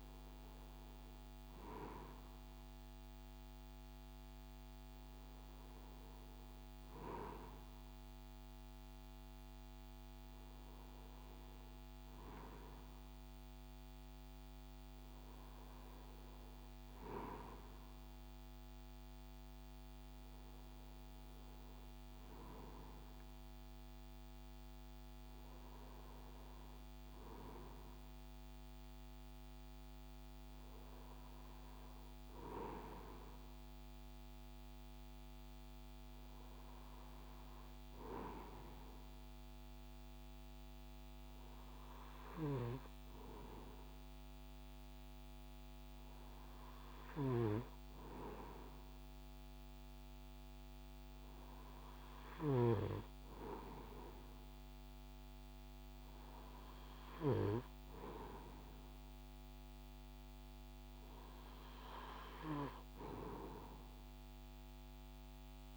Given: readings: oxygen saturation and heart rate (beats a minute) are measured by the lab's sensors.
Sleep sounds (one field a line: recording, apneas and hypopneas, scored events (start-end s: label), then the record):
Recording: breathing in sleep by a microphone on the trachea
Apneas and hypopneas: none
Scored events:
none scored
From the record:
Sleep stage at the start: N2 (light sleep)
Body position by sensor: on the right side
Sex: male